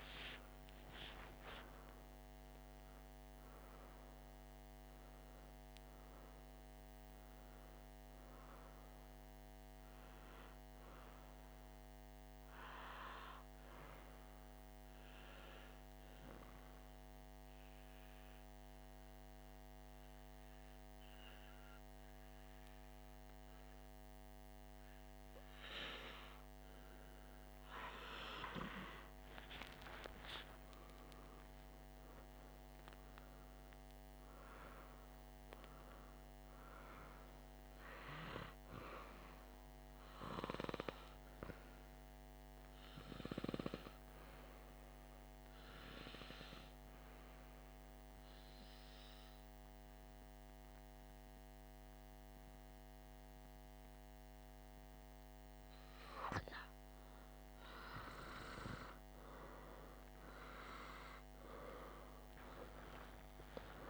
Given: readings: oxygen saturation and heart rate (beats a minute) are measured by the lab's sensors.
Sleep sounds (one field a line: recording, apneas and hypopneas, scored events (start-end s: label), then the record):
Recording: breathing in sleep by a microphone on the trachea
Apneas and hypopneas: 2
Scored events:
2.50-6.50 s: oxygen desaturation (device-marked, oxygen 97% before, 92% lowest, heart rate 65 before, 53 extreme)
15.50-27.00 s: obstructive apnea (oxygen 98% before, 93% lowest, heart rate 71 before, 53 extreme, up 2 after)
28.50-31.50 s: arousal
36.50-50.50 s: oxygen desaturation (device-marked, oxygen 99% before, 94% lowest, heart rate 54 before, 53 extreme)
47.50-57.50 s: obstructive apnea (oxygen 99% before, 93% lowest, heart rate 54 before, 53 extreme, up 28 after)
59.00-63.00 s: arousal
From the record:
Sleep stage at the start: REM sleep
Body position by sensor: on the back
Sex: male